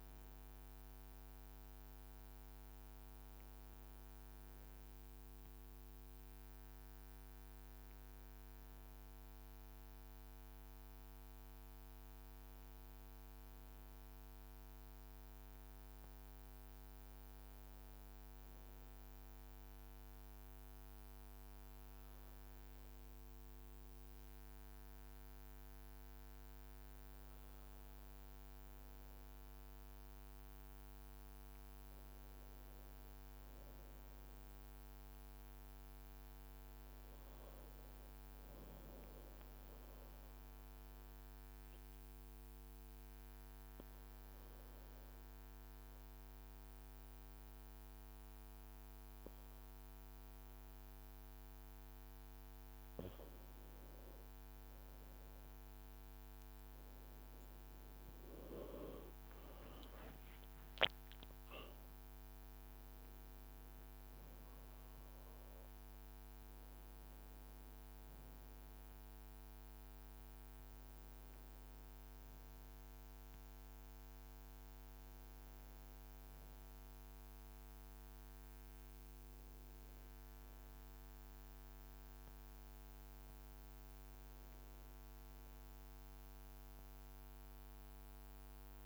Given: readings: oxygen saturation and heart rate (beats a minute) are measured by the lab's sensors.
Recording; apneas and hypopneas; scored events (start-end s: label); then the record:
breathing in sleep, hard to hear, by a microphone on the trachea; 2
0.00-3.50 s: arousal
0.00-9.00 s: oxygen desaturation (device-marked, oxygen 94% before, 91% lowest, heart rate 57 before, 52 extreme)
8.50-25.50 s: hypopnea (oxygen 97% before, 92% lowest, heart rate 56 before, 52 extreme, up 1 after)
12.00-88.86 s: new sleep stage, N2 (light sleep)
31.00-34.50 s: arousal
40.00-52.50 s: obstructive apnea (oxygen 98% before, 92% lowest, heart rate 53 before, 53 extreme, up 1 after)
43.00-54.00 s: oxygen desaturation (device-marked, oxygen 96% before, 93% lowest, heart rate 53 before, 53 extreme)
55.50-60.00 s: arousal
58.00-60.00 s: leg movement (device-marked)
84.00-88.00 s: arousal
From the record:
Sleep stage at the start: N1 (lightest sleep); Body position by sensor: on the back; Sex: male